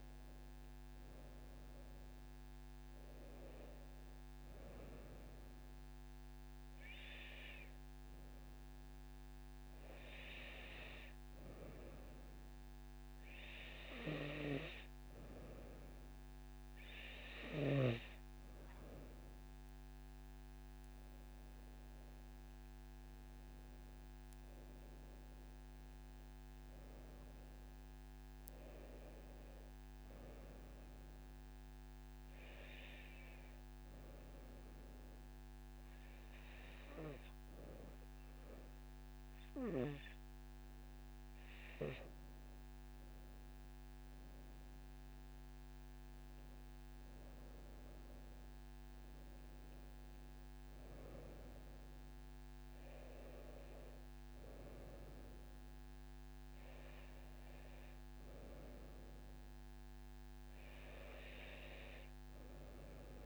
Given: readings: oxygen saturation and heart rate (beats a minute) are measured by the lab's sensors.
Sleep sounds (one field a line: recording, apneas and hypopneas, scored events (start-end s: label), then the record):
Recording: breathing in sleep by a microphone on the trachea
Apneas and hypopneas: none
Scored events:
21.00-25.00 s: arousal
43.50-48.00 s: arousal
From the record:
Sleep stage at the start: N2 (light sleep)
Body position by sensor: on the right side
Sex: female